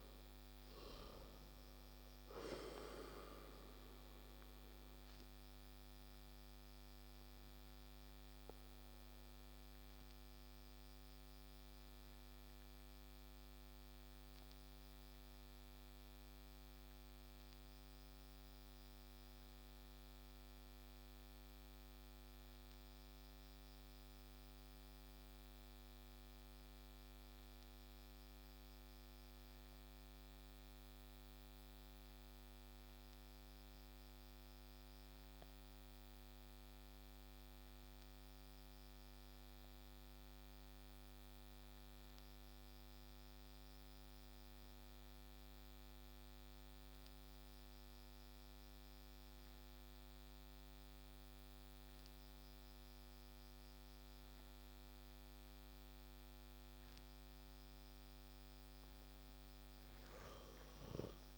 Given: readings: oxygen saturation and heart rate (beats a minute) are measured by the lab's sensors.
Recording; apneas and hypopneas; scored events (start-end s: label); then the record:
breathing in sleep, hard to hear, by a microphone on the trachea; 1
0.00-33.50 s: oxygen desaturation (device-marked, oxygen 87% lowest)
5.00-56.50 s: obstructive apnea (oxygen 98% before, 87% lowest)
58.50-61.38 s: arousal
From the record:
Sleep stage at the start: N2 (light sleep); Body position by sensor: on the back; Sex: male